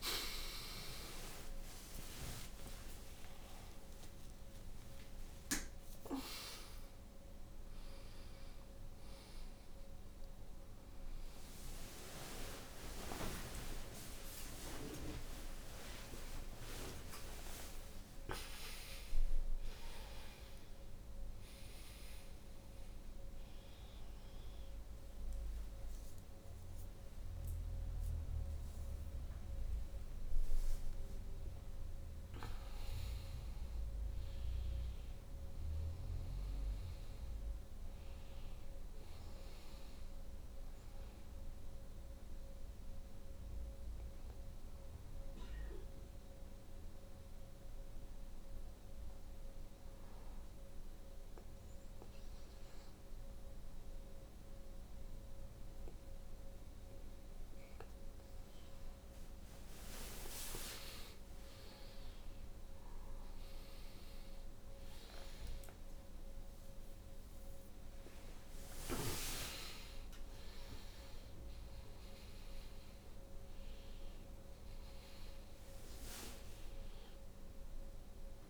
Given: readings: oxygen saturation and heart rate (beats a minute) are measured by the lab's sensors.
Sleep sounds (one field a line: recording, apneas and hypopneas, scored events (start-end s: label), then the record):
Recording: a person awake in a sleep study, by a room microphone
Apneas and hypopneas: 1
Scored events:
43.00-78.49 s: new sleep stage, N2 (light sleep)
45.50-57.00 s: hypopnea (oxygen 95% before, 93% lowest, heart rate 87 before, 67 extreme, up 38 after)
60.50-66.50 s: arousal
From the record:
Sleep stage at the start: awake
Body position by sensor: on the right side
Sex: female